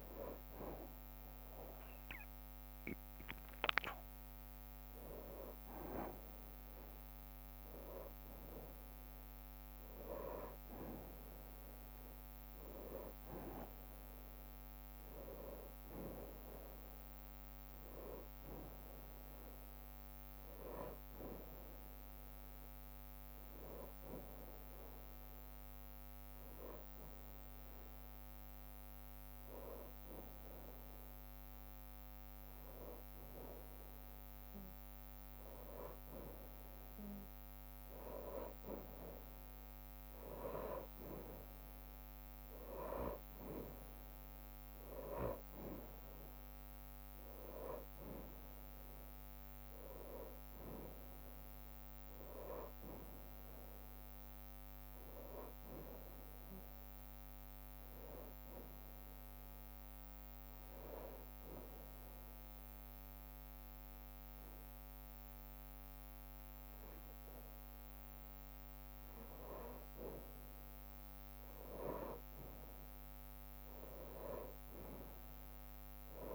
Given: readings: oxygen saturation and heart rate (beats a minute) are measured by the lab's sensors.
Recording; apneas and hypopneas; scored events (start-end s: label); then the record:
breathing in sleep by a microphone on the trachea; 1
0.00-2.00 s: tachycardia (device-marked, heart rate 132 extreme)
0.50-2.50 s: long interval between heartbeats (device-marked, heart rate 92 before, 132 extreme)
11.00-13.00 s: long interval between heartbeats (device-marked, heart rate 91 before, 67 extreme)
14.50-16.50 s: long interval between heartbeats (device-marked, heart rate 86 before, 67 extreme)
16.50-18.50 s: long interval between heartbeats (device-marked, heart rate 85 before, 75 extreme)
23.50-25.50 s: long interval between heartbeats (device-marked, heart rate 73 before, 75 extreme)
28.00-30.00 s: long interval between heartbeats (device-marked, heart rate 71 before, 96 extreme)
32.00-34.00 s: tachycardia (device-marked, heart rate 66 before, 99 extreme)
32.50-34.50 s: long interval between heartbeats (device-marked, heart rate 77 before, 98 extreme)
34.50-36.50 s: long interval between heartbeats (device-marked, heart rate 81 before, 96 extreme)
35.00 s: drop in pulse transit time (device-marked)
35.00-38.00 s: tachycardia (device-marked, heart rate 66 before, 106 extreme)
37.00-46.00 s: drop in pulse transit time (device-marked, heart rate 86 before, 78 extreme)
39.00-41.00 s: long interval between heartbeats (device-marked, heart rate 88 before, 115 extreme)
48.00-76.35 s: new sleep stage, N2 (light sleep)
52.50-57.50 s: arousal
58.00-65.00 s: bradycardia (device-marked, heart rate 67 before, 54 extreme)
61.00-71.00 s: obstructive apnea (oxygen 95% before, 93% lowest, heart rate 70 before, 49 extreme, up 10 after)
72.00-76.35 s: bradycardia (device-marked, heart rate 67 before, 49 extreme)
74.00-76.35 s: arousal
From the record:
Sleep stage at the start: N1 (lightest sleep); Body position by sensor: on the back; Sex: male